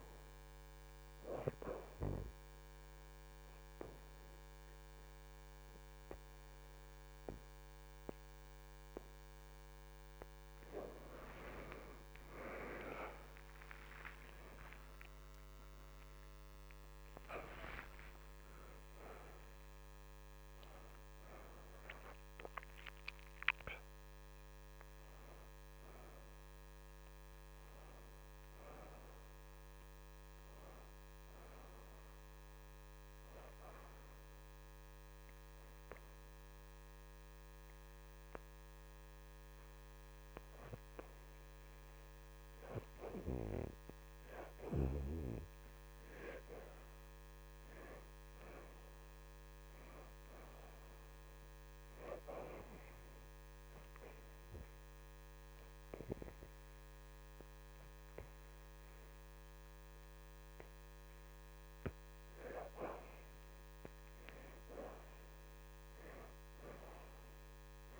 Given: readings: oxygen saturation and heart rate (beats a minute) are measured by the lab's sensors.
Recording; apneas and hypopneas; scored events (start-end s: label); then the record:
breathing in sleep by a microphone on the trachea; 3
0.50-20.50 s: oxygen desaturation (device-marked, oxygen 74% before, 61% lowest, heart rate 84 before, 76 extreme)
2.00-12.00 s: obstructive apnea (oxygen 78% before, 59% lowest, heart rate 84 before, 78 extreme, up 27 after)
12.50-18.50 s: arousal
25.50-35.50 s: oxygen desaturation (device-marked, oxygen 75% before, 59% lowest, heart rate 89 before, 76 extreme)
33.50-44.00 s: hypopnea (oxygen 75% before, 61% lowest, heart rate 91 before, 76 extreme, up 6 after)
46.00-50.50 s: arousal
49.50-66.50 s: oxygen desaturation (device-marked, oxygen 83% before, 62% lowest, heart rate 80 before, 78 extreme)
53.50-63.50 s: obstructive apnea (oxygen 84% before, 62% lowest, heart rate 79 before, 78 extreme, up 3 after)
65.00-68.00 s: arousal
From the record:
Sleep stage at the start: N2 (light sleep); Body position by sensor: on the back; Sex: female